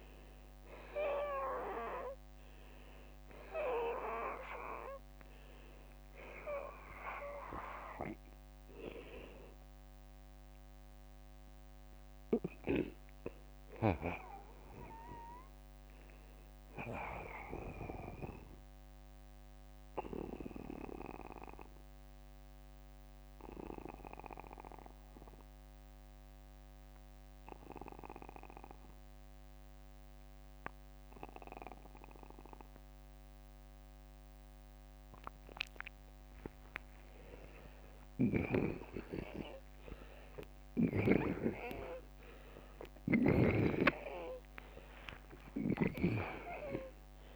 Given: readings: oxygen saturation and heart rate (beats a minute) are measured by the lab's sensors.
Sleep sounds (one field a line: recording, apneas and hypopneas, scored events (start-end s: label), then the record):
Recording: breathing in sleep by a microphone on the trachea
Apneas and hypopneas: 1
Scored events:
0.00-10.50 s: oxygen desaturation (device-marked, oxygen 89% lowest, heart rate 47 extreme)
12.00-14.00 s: long interval between heartbeats (device-marked, heart rate 63 before, 68 extreme)
19.00-35.50 s: obstructive apnea (oxygen 95% before, 81% lowest, heart rate 62 before, 46 extreme, up 6 after)
25.50-30.50 s: oxygen desaturation (device-marked, oxygen 89% before, 81% lowest, heart rate 60 before, 46 extreme)
30.00-32.00 s: long interval between heartbeats (device-marked, heart rate 59 before, 58 extreme)
45.50-47.36 s: long interval between heartbeats (device-marked, heart rate 53 before, 92 extreme)
From the record:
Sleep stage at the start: N2 (light sleep)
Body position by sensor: on the back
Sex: male